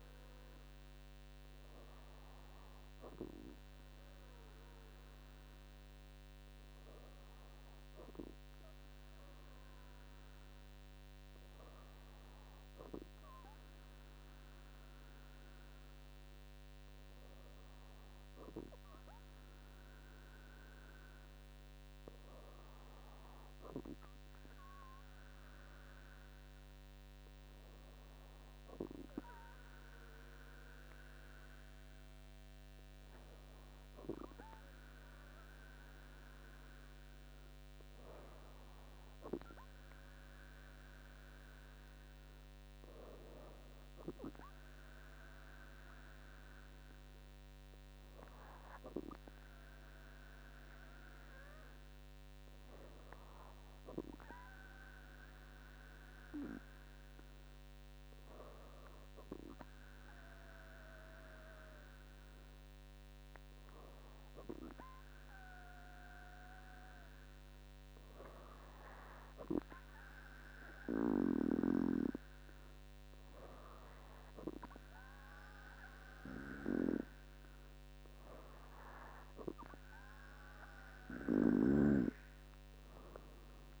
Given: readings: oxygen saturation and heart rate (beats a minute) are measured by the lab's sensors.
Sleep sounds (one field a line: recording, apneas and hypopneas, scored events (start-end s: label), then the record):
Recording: breathing in sleep by a microphone on the trachea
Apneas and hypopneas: none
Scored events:
none scored
From the record:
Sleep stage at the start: N2 (light sleep)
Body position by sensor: on the back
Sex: female